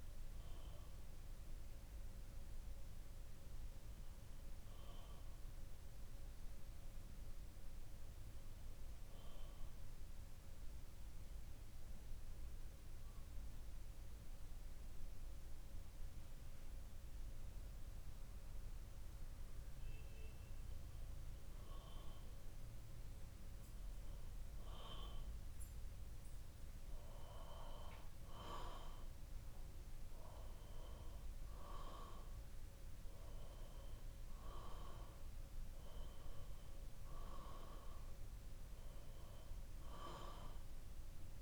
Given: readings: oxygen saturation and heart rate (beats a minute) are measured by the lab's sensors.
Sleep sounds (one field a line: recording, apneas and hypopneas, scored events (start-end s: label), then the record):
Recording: breathing in sleep by a room microphone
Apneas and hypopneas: 1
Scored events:
0.50-30.50 s: new sleep stage, N1 (lightest sleep)
9.00-21.50 s: hypopnea (oxygen 96% before, 94% lowest, heart rate 70 before, 58 extreme, up 2 after)
25.50-28.50 s: arousal
26.50-28.50 s: bradycardia (device-marked, heart rate 63 before, 60 extreme)
30.50-41.42 s: new sleep stage, N2 (light sleep)
39.50-41.42 s: bradycardia (device-marked, heart rate 63 before, 58 extreme)
From the record:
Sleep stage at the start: N2 (light sleep)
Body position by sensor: on the back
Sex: male